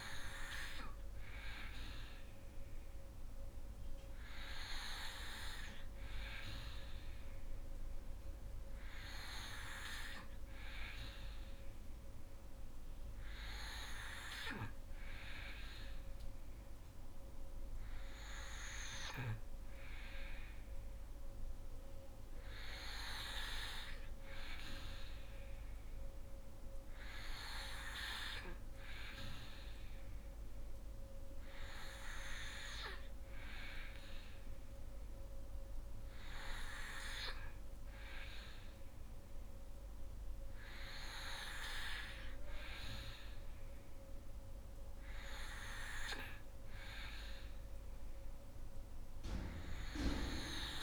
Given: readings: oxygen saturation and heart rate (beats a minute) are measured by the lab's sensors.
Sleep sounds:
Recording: breathing in sleep by a room microphone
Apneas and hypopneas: none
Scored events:
none scored
From the record:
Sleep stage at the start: N2 (light sleep)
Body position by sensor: on the back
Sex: female

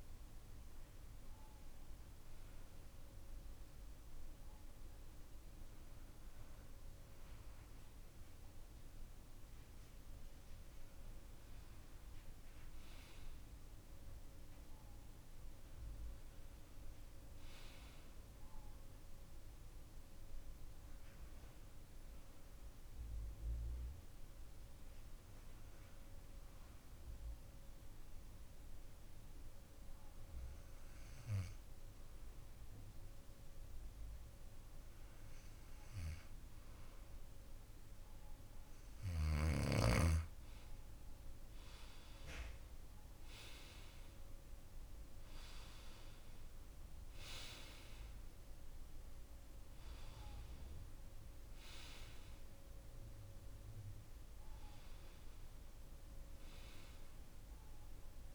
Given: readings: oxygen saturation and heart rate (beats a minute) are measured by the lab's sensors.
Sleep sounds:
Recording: breathing in sleep by a room microphone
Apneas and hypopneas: 1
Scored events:
12.50-16.50 s: arousal
21.50-37.00 s: hypopnea (oxygen 96% before, 92% lowest)
41.00-45.50 s: arousal
From the record:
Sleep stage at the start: N2 (light sleep)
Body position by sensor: on the back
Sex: male

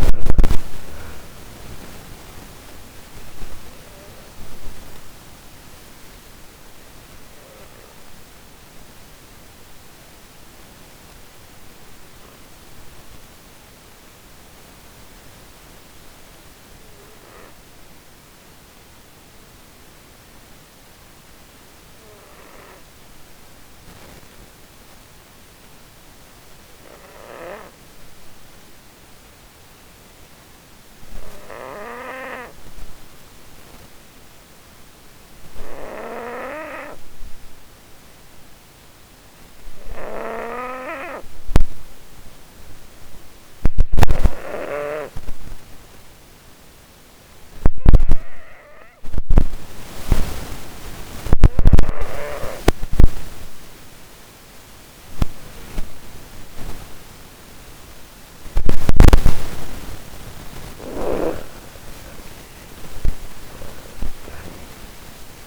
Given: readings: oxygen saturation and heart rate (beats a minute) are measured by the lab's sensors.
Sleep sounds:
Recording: breathing in sleep by a microphone on the trachea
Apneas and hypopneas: 1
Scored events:
0.00-1.00 s: oxygen desaturation (device-marked, oxygen 87% lowest)
2.00-56.50 s: obstructive apnea (oxygen 97% before, 80% lowest)
3.00-19.00 s: oxygen desaturation (device-marked, oxygen 90% before, 80% lowest)
31.00-65.47 s: oxygen desaturation (device-marked, oxygen 98% before, 80% lowest)
59.00-63.00 s: snoring (device-marked)
60.50-65.47 s: arousal
From the record:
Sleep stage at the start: N2 (light sleep)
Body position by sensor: on the back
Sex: female

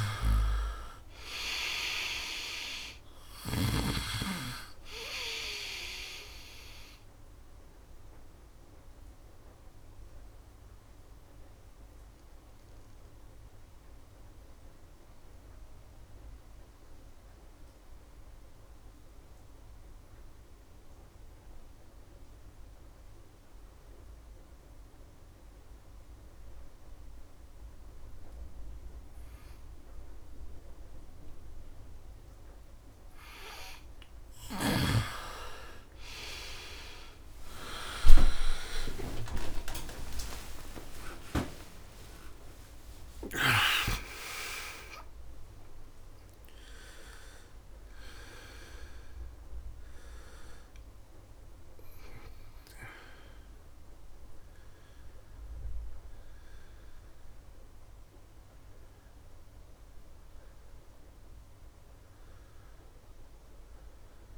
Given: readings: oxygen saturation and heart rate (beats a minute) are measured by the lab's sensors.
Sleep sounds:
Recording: breathing in sleep by a room microphone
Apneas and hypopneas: 1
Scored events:
0.00-2.00 s: arousal
0.00-3.50 s: snoring (device-marked)
0.00-22.50 s: oxygen desaturation (device-marked, oxygen 86% lowest, heart rate 64 extreme)
7.50-31.50 s: obstructive apnea (oxygen 99% before, 86% lowest)
35.50-64.38 s: oxygen desaturation (device-marked, oxygen 98% before, 87% lowest)
37.00-39.00 s: long interval between heartbeats (device-marked, heart rate 70 before, 75 extreme)
37.00-43.50 s: arousal
40.50-42.50 s: long interval between heartbeats (device-marked, heart rate 74 before, 141 extreme)
42.50-44.50 s: long interval between heartbeats (device-marked, heart rate 81 before, 134 extreme)
48.50-64.38 s: new sleep stage, N1 (lightest sleep)
49.50-55.50 s: bradycardia (device-marked)
From the record:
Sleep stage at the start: N2 (light sleep)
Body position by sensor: on the right side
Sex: male

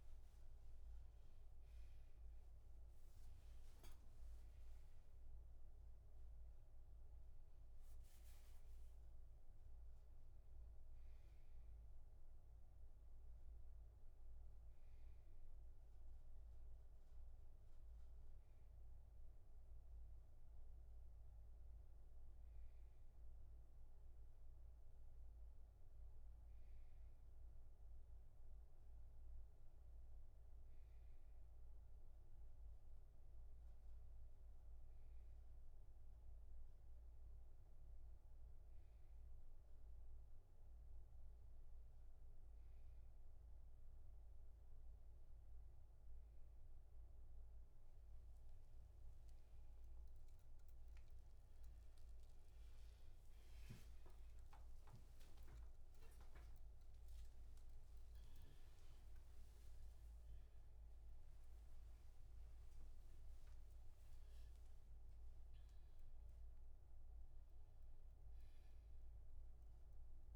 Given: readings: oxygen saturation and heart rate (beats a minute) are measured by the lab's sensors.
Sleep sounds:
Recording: a person partly awake in a sleep study, hard to hear, by a room microphone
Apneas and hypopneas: none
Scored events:
0.00-6.00 s: oxygen desaturation (device-marked, oxygen 94% lowest, heart rate 67 extreme)
2.00-70.36 s: new sleep stage, N1 (lightest sleep)
48.50-54.00 s: arousal
From the record:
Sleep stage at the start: awake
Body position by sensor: on the back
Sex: male

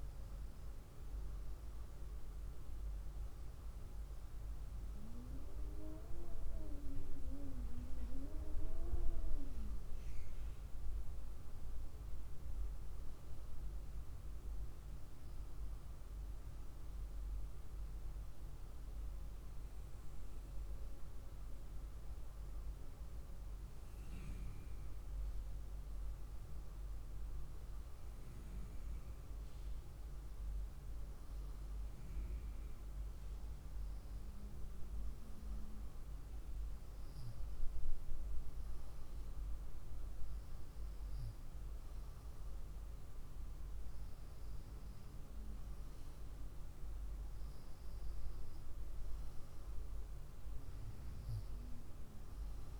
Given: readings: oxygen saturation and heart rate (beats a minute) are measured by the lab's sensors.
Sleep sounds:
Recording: breathing in sleep by a room microphone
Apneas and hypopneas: none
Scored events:
none scored
From the record:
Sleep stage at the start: N1 (lightest sleep)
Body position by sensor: on the right side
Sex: female

